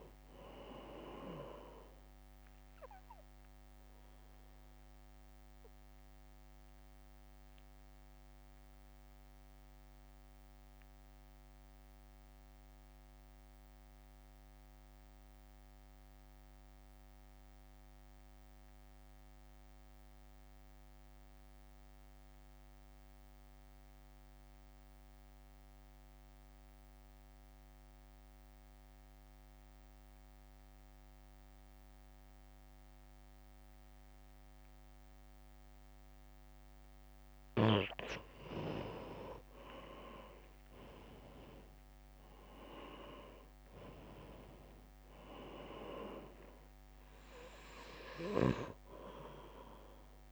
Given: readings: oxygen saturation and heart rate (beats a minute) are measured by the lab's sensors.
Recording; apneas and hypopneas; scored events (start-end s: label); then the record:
breathing in sleep by a microphone on the trachea; 1
0.00-11.00 s: drop in pulse transit time (device-marked, heart rate 51 extreme)
0.00-24.00 s: oxygen desaturation (device-marked, oxygen 89% lowest, heart rate 51 extreme)
5.50-35.50 s: mixed apnea (oxygen 98% before, 85% lowest, heart rate 60 before, 53 extreme, up 0 after)
36.00-50.32 s: oxygen desaturation (device-marked, oxygen 97% before, 85% lowest, heart rate 61 before, 52 extreme)
39.00-43.50 s: arousal
44.00-50.32 s: drop in pulse transit time (device-marked, heart rate 60 before, 53 extreme)
From the record:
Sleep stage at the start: N2 (light sleep); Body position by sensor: on the right side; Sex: male